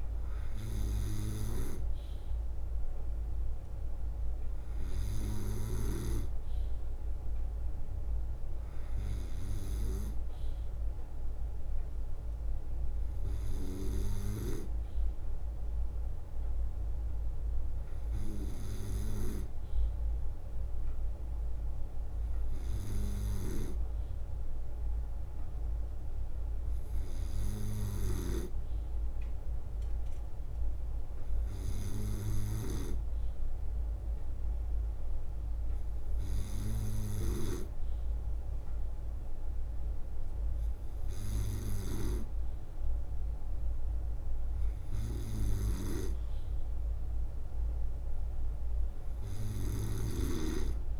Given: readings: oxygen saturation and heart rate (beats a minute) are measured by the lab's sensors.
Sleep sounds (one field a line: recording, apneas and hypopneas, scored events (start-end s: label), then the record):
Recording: breathing in sleep by a room microphone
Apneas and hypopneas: none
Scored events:
2.00-9.00 s: leg movement (device-marked)
11.50-30.50 s: drop in pulse transit time (device-marked, heart rate 65 before, 64 extreme)
14.50-16.00 s: leg movement (device-marked)
17.50-23.50 s: leg movement (device-marked)
23.50-29.00 s: leg movement (device-marked)
27.50-32.50 s: snoring (device-marked)
29.50-33.50 s: leg movement (device-marked)
45.00-51.00 s: snoring (device-marked)
48.50-51.00 s: drop in pulse transit time (device-marked, heart rate 65 before, 64 extreme)
From the record:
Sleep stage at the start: N2 (light sleep)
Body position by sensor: on the right side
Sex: male